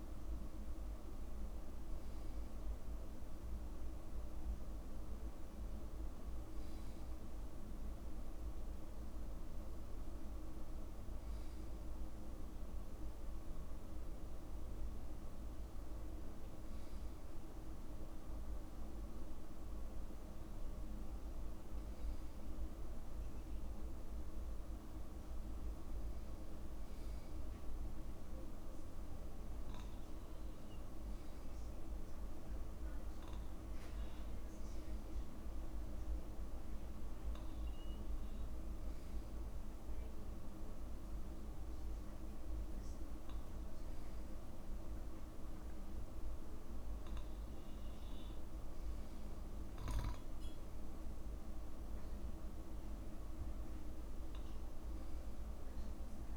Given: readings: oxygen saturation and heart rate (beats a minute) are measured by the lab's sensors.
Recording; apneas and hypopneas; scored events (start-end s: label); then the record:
breathing in sleep, hard to hear, by a room microphone; none
none scored
From the record:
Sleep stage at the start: N2 (light sleep); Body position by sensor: on the back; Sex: male